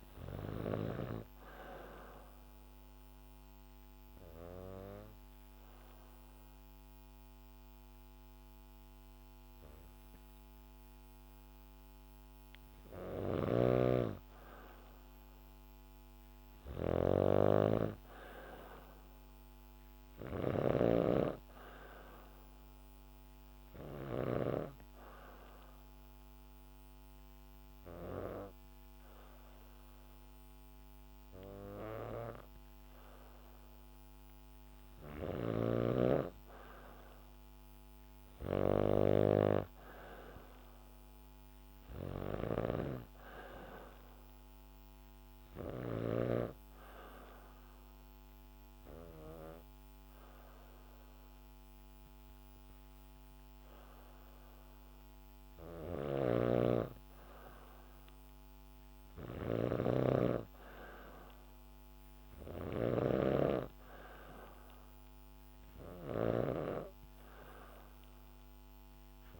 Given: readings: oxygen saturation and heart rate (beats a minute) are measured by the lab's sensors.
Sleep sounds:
breathing in sleep by a microphone on the trachea; 3
0.00-14.50 s: oxygen desaturation (device-marked, oxygen 93% lowest, heart rate 66 extreme)
1.50-13.00 s: obstructive apnea (oxygen 97% before, 93% lowest, heart rate 69 before, 66 extreme, up 4 after)
12.50-24.00 s: snoring (device-marked)
15.00-18.50 s: arousal
23.00-35.50 s: obstructive apnea (oxygen 97% before, 93% lowest, heart rate 69 before, 66 extreme, up 1 after)
34.50-45.50 s: snoring (device-marked)
36.50-40.50 s: arousal
43.50-54.50 s: oxygen desaturation (device-marked, oxygen 96% before, 93% lowest, heart rate 69 before, 68 extreme)
45.50-56.50 s: obstructive apnea (oxygen 97% before, 93% lowest, heart rate 68 before, 68 extreme, up 1 after)
55.50-69.40 s: snoring (device-marked)
58.00-61.00 s: arousal
From the record:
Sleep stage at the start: N2 (light sleep); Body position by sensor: on the back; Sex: female

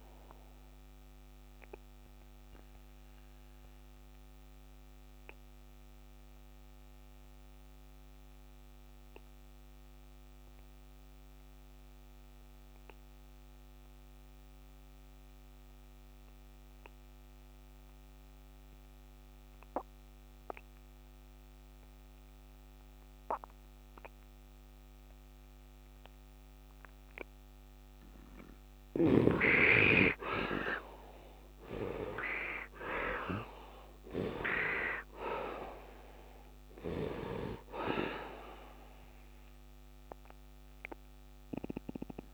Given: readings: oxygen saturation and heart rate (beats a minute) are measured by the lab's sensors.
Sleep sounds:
breathing in sleep by a microphone on the trachea; 1
0.00-17.50 s: oxygen desaturation (device-marked, oxygen 72% lowest, heart rate 66 extreme)
1.50-27.00 s: obstructive apnea (oxygen 100% before, 72% lowest, heart rate 79 before, 67 extreme, up 8 after)
27.50-42.34 s: oxygen desaturation (device-marked, oxygen 100% before, 73% lowest, heart rate 73 before, 68 extreme)
29.50-34.00 s: arousal
From the record:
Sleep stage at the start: N2 (light sleep); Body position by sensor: on the right side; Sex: male

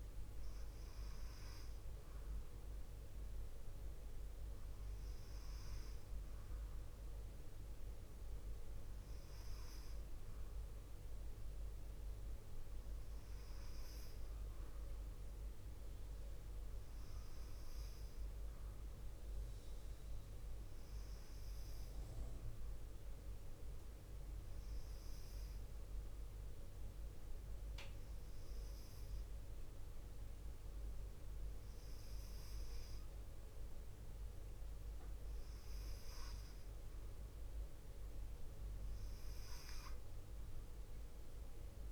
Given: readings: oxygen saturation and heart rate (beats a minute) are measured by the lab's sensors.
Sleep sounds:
breathing in sleep, hard to hear, by a room microphone; 1
24.00-36.50 s: hypopnea (oxygen 97% before, 92% lowest, heart rate 55 before, 55 extreme, up 2 after)
37.00-41.00 s: arousal
From the record:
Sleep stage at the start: N2 (light sleep); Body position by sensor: on the left side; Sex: female

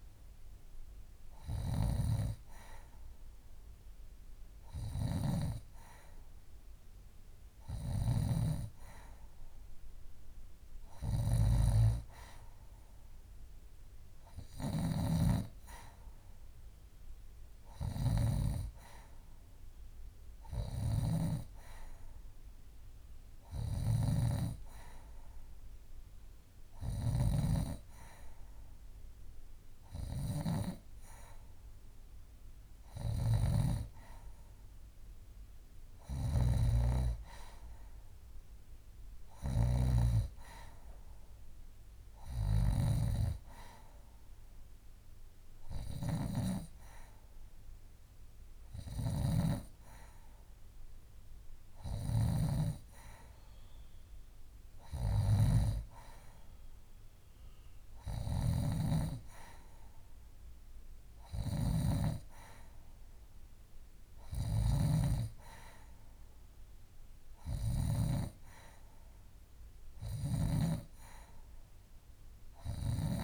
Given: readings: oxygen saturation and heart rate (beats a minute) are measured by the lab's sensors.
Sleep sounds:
breathing in sleep by a room microphone; none
70.50-72.50 s: long interval between heartbeats (device-marked, heart rate 70 before, 72 extreme)
From the record:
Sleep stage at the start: N2 (light sleep); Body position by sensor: on the left side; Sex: female

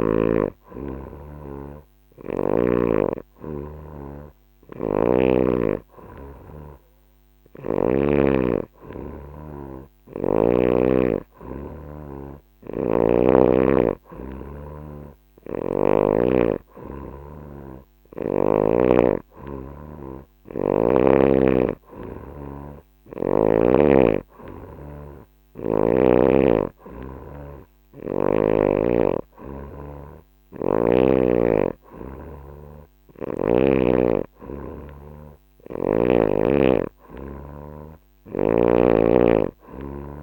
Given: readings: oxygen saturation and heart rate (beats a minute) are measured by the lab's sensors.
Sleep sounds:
breathing in sleep by a microphone on the trachea; none
none scored
From the record:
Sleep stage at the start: N3 (deep sleep); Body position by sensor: on the back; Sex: female

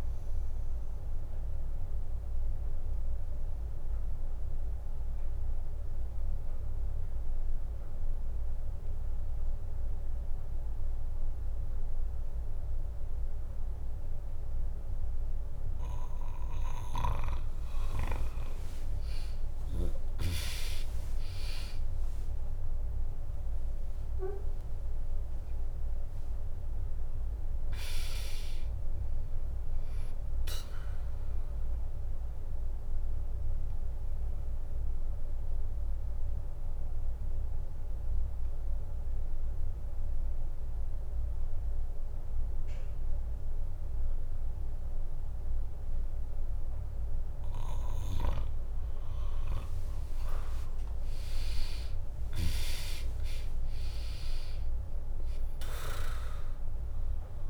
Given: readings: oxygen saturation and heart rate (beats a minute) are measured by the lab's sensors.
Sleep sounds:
breathing in sleep by a room microphone; 2
0.00-1.00 s: drop in pulse transit time (device-marked, heart rate 59 extreme)
0.50-16.00 s: obstructive apnea (oxygen 99% before, 95% lowest, heart rate 65 before, 59 extreme, up 0 after)
15.00-17.00 s: bradycardia (device-marked, heart rate 67 before, 63 extreme)
19.00-24.00 s: arousal
19.00-32.00 s: drop in pulse transit time (device-marked, heart rate 70 before, 59 extreme)
31.50-48.00 s: obstructive apnea (oxygen 99% before, 95% lowest, heart rate 67 before, 61 extreme, up 3 after)
50.00-55.00 s: arousal
51.00-57.50 s: drop in pulse transit time (device-marked, heart rate 65 before, 63 extreme)
From the record:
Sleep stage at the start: N2 (light sleep); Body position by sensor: on the back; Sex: female

